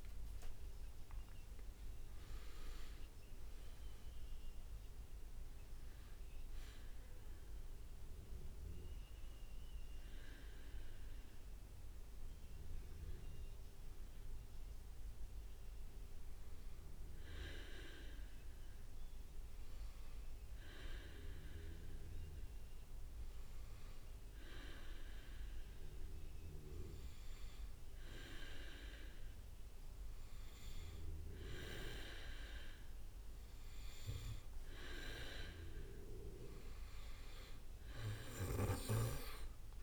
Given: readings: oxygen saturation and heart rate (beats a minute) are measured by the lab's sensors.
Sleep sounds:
breathing in sleep by a room microphone; 1
0.00-3.00 s: arousal
16.00-33.50 s: hypopnea (oxygen 98% before, 94% lowest, heart rate 68 before, 64 extreme, up 1 after)
35.50-39.83 s: oxygen desaturation (device-marked, oxygen 98% before, 94% lowest, heart rate 65 before, 64 extreme)
From the record:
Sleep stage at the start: N2 (light sleep); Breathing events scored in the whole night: 186 in 6.1 hours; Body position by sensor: on the back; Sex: male

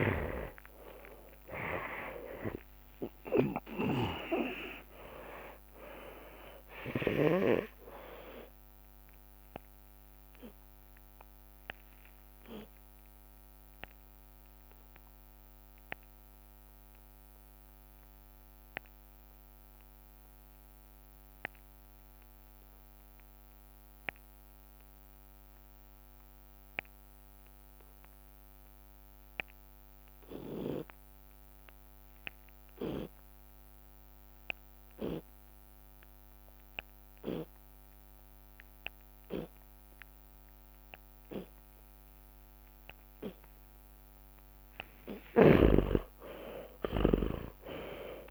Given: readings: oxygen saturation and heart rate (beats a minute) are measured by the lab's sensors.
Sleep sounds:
breathing in sleep by a microphone on the trachea; 1
0.00-1.00 s: long interval between heartbeats (device-marked, heart rate 71 extreme)
0.00-3.00 s: arousal
0.00-7.50 s: snoring (device-marked)
9.50-41.50 s: obstructive apnea (oxygen 97% before, 79% lowest)
27.50-36.50 s: oxygen desaturation (device-marked, oxygen 98% before, 92% lowest)
40.50-42.50 s: long interval between heartbeats (device-marked)
43.00-47.50 s: arousal
45.50-48.31 s: snoring (device-marked)
46.50-48.31 s: long interval between heartbeats (device-marked)
From the record:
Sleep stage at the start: N2 (light sleep); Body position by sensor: on the left side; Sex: male

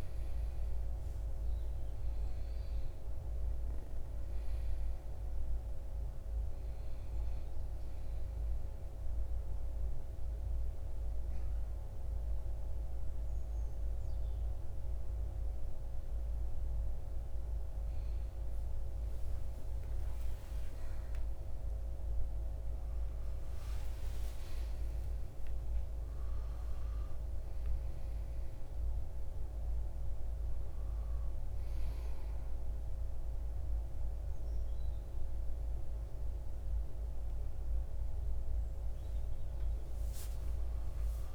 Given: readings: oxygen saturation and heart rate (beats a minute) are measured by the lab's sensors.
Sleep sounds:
breathing in sleep, hard to hear, by a room microphone; 1
0.00-14.00 s: oxygen desaturation (device-marked, oxygen 89% lowest, heart rate 56 extreme)
7.50-17.50 s: central apnea (oxygen 93% before, 89% lowest, heart rate 70 before, 56 extreme, up 10 after)
21.00-26.00 s: arousal
From the record:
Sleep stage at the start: N1 (lightest sleep); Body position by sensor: on the right side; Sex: male

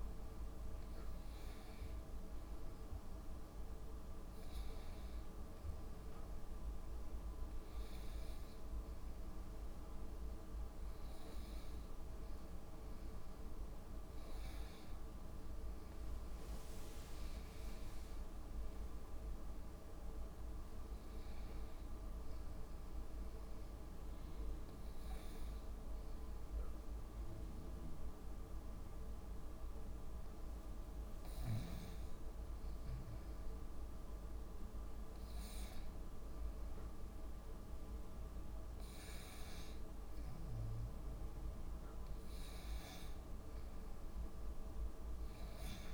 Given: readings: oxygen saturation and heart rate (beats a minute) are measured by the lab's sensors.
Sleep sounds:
breathing in sleep, hard to hear, by a room microphone; 1
0.00-8.50 s: oxygen desaturation (device-marked, oxygen 89% lowest)
16.50-21.00 s: arousal
17.50-19.50 s: long interval between heartbeats (device-marked)
24.00-34.50 s: hypopnea (oxygen 92% before, 89% lowest)
36.00-40.50 s: arousal
43.50-45.94 s: oxygen desaturation (device-marked, oxygen 93% before, 89% lowest)
From the record:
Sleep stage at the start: N2 (light sleep); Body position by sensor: on the back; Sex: female

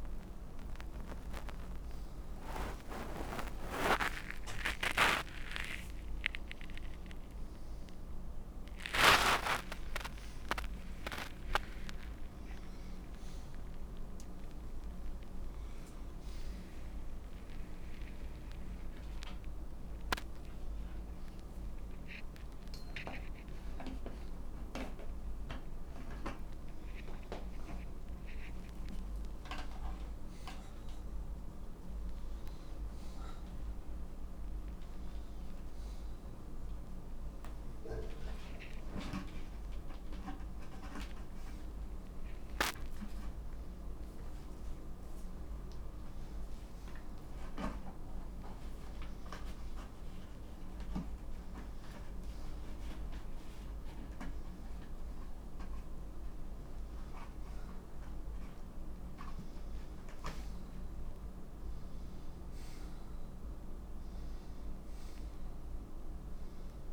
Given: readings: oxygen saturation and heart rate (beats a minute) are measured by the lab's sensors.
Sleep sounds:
a person awake in a sleep study, by a room microphone; none
none scored
From the record:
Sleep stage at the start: awake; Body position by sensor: upright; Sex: male

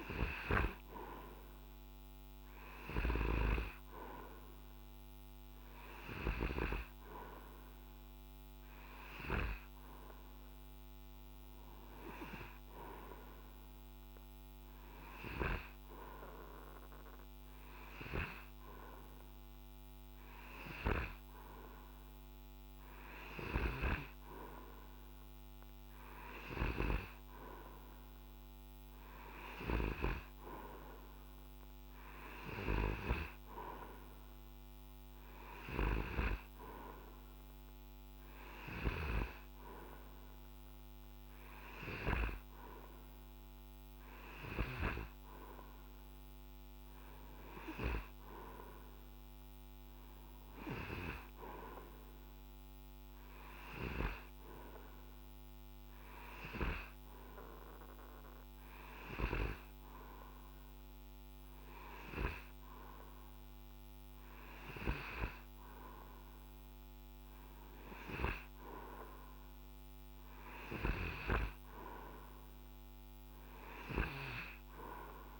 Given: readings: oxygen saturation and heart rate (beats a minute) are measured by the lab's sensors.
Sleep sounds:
breathing in sleep by a microphone on the trachea; none
none scored
From the record:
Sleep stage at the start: N2 (light sleep); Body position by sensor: on the right side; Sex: male

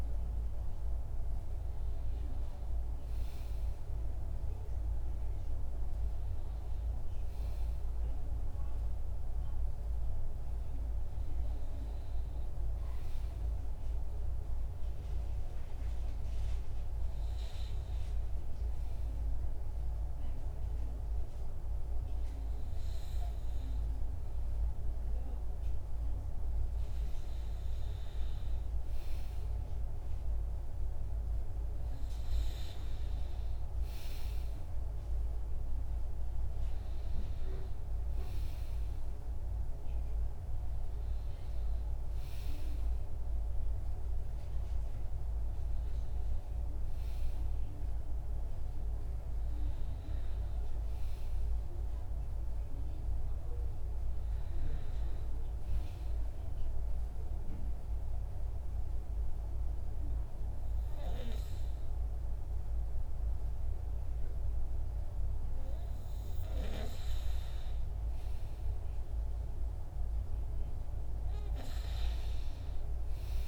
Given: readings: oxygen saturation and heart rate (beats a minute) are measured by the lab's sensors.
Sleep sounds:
breathing in sleep, hard to hear, by a room microphone; 2
15.00-30.00 s: hypopnea (oxygen 98% before, 95% lowest, heart rate 73 before, 63 extreme, up 10 after)
33.00-38.00 s: arousal
56.50-67.00 s: mixed apnea (oxygen 97% before, 95% lowest, heart rate 76 before, 65 extreme, up 13 after)
71.00-73.48 s: arousal
From the record:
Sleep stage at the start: N2 (light sleep); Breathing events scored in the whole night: 206 in 3.5 hours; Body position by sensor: on the back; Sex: male

